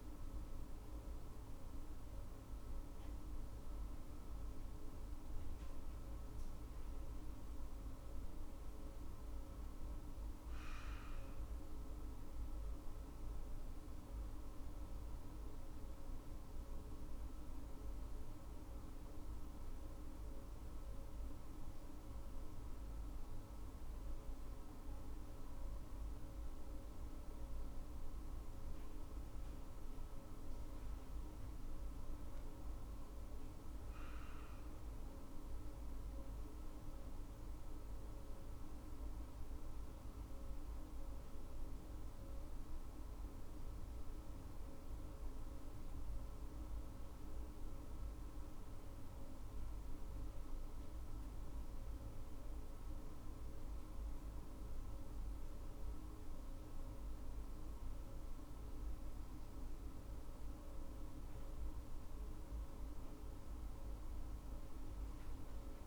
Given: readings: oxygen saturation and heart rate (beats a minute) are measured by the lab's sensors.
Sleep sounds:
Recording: breathing in sleep, hard to hear, by a room microphone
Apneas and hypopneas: none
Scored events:
none scored
From the record:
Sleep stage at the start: N2 (light sleep)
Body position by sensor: on the left side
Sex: female

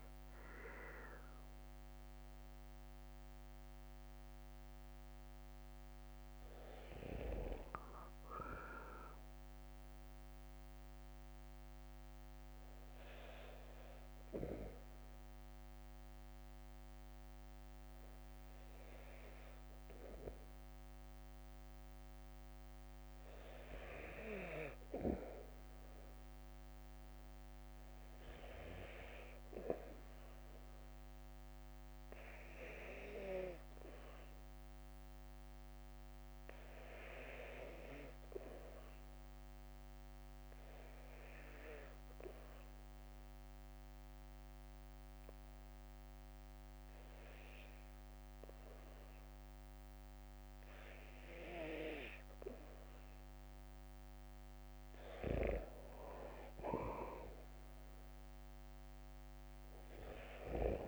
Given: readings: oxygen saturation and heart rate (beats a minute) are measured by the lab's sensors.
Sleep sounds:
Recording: breathing in sleep by a microphone on the trachea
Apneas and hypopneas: 2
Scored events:
11.50-58.50 s: bradycardia (device-marked, heart rate 57 before, 51 extreme)
12.00-23.00 s: hypopnea (oxygen 98% before, 92% lowest, heart rate 66 before, 52 extreme)
27.00-31.00 s: arousal
31.50-57.50 s: oxygen desaturation (device-marked, oxygen 98% before, 93% lowest, heart rate 56 before, 51 extreme)
39.00-51.50 s: hypopnea (oxygen 99% before, 90% lowest, heart rate 53 before, 51 extreme, up 2 after)
42.50-60.88 s: drop in pulse transit time (device-marked, heart rate 53 before, 51 extreme)
59.00-60.88 s: arousal
From the record:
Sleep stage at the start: N2 (light sleep)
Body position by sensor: on the back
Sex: male

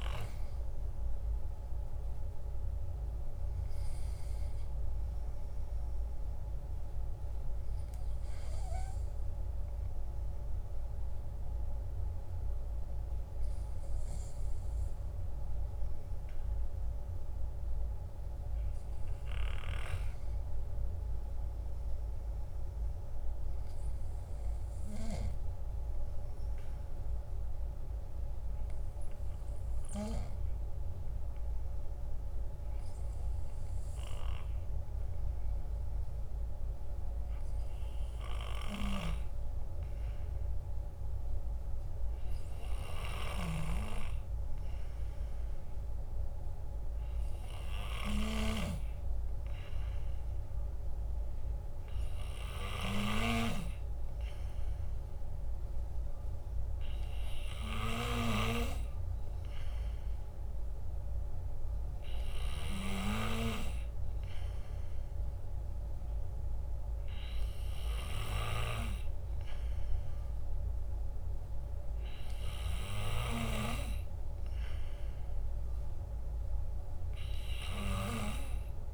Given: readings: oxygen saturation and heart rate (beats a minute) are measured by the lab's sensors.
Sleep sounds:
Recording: breathing in sleep by a room microphone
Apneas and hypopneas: none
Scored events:
none scored
From the record:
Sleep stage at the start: N2 (light sleep)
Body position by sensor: on the back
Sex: male

